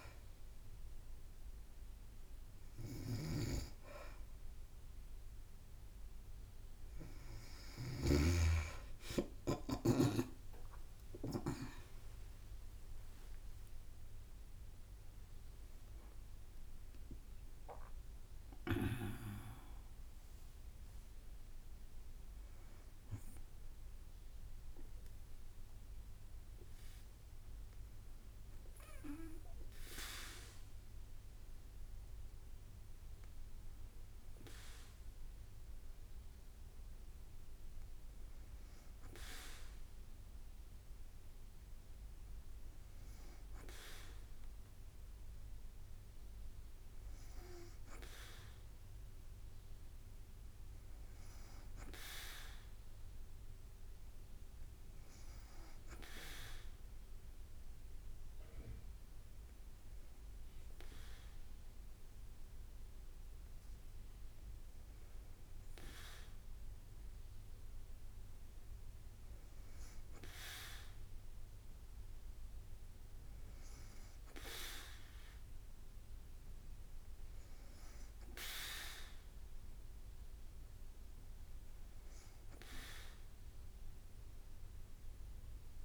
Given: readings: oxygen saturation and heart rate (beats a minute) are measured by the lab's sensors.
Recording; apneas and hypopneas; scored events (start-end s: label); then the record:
breathing in sleep by a room microphone; 1
2.50-11.50 s: snoring (device-marked)
10.50-25.50 s: drop in pulse transit time (device-marked, heart rate 57 before, 58 extreme)
14.00-18.50 s: arousal
57.00-68.50 s: hypopnea (oxygen 98% before, 93% lowest, heart rate 56 before, 55 extreme, up 1 after)
62.50-74.50 s: drop in pulse transit time (device-marked, heart rate 56 before, 56 extreme)
70.00-74.50 s: arousal
From the record:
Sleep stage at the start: N2 (light sleep); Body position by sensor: on the back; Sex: female